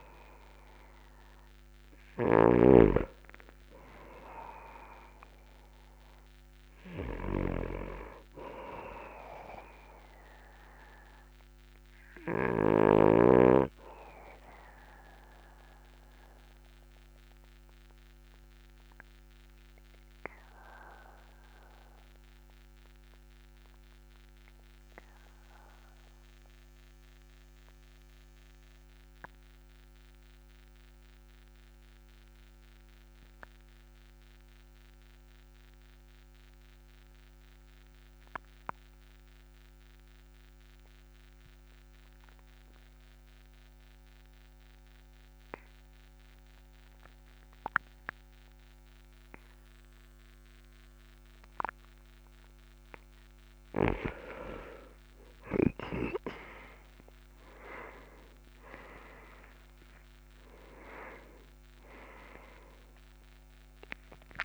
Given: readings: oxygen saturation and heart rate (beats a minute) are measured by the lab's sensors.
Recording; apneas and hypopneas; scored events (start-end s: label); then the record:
breathing in sleep by a microphone on the trachea; 1
5.00-8.50 s: arousal
12.00-52.50 s: obstructive apnea (oxygen 99% before, 90% lowest, heart rate 50 before, 36 extreme, up 16 after)
54.50-58.00 s: arousal
59.50-64.45 s: new sleep stage, N1 (lightest sleep)
From the record:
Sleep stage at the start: N2 (light sleep); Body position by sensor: on the back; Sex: male